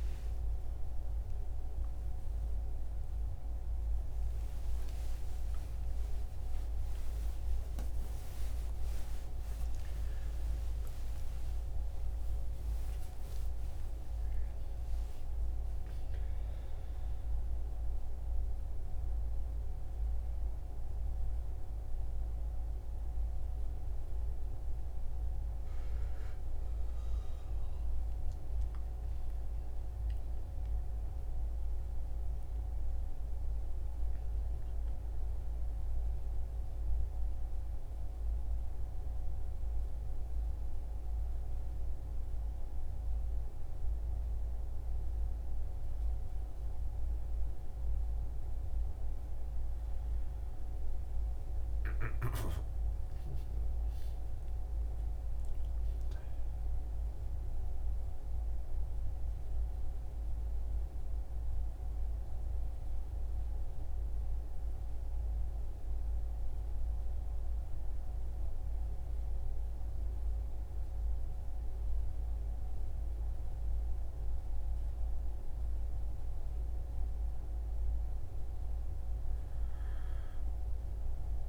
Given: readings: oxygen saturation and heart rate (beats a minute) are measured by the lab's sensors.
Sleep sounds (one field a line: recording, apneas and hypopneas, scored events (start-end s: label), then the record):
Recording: a person partly awake in a sleep study, hard to hear, by a room microphone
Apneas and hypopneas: 1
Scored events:
9.00-39.00 s: new sleep stage, awake
17.00-22.00 s: oxygen desaturation (device-marked, oxygen 95% before, 89% lowest, heart rate 93 before, 56 extreme)
39.00-81.48 s: new sleep stage, N1 (lightest sleep)
39.50-49.50 s: central apnea (oxygen 97% before, 93% lowest, heart rate 76 before, 55 extreme, up 21 after)
51.00-55.00 s: arousal
55.00-72.00 s: oxygen desaturation (device-marked, oxygen 98% before, 93% lowest, heart rate 63 before, 58 extreme)
From the record:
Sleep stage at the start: N1 (lightest sleep)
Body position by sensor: on the right side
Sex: male